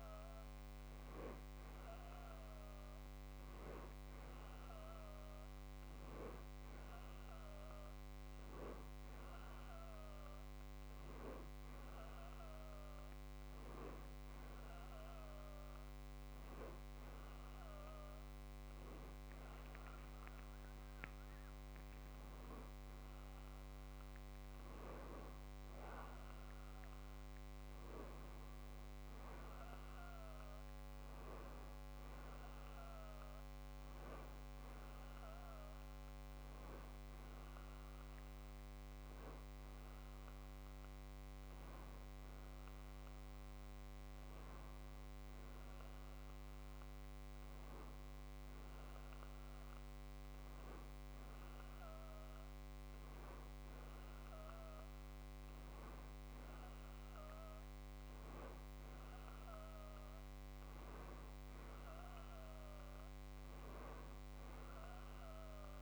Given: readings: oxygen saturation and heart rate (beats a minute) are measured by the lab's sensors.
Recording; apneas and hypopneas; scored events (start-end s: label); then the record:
breathing in sleep, hard to hear, by a microphone on the trachea; none
none scored
From the record:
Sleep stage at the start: N1 (lightest sleep); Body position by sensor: on the back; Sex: male